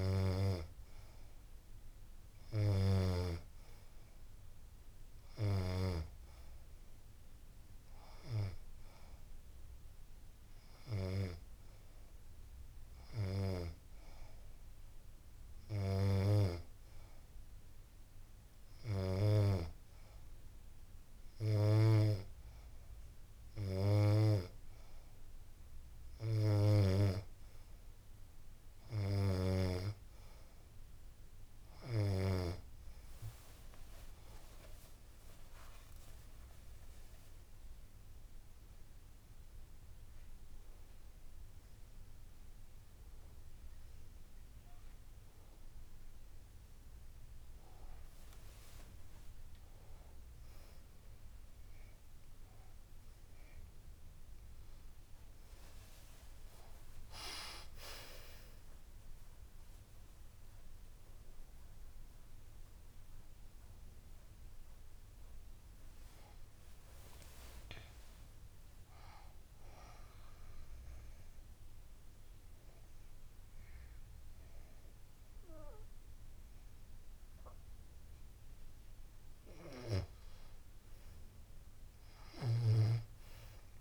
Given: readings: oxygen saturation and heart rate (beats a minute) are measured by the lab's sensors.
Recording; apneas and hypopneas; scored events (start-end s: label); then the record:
breathing in sleep by a room microphone; 1
57.00-63.00 s: arousal
69.00-79.00 s: obstructive apnea (oxygen 95% before, 88% lowest, heart rate 92 before, 82 extreme, up 1 after)
81.50-83.81 s: arousal
82.50-83.81 s: oxygen desaturation (device-marked, oxygen 96% before, 88% lowest, heart rate 90 before, 82 extreme)
From the record:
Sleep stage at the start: N2 (light sleep); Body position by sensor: on the back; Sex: female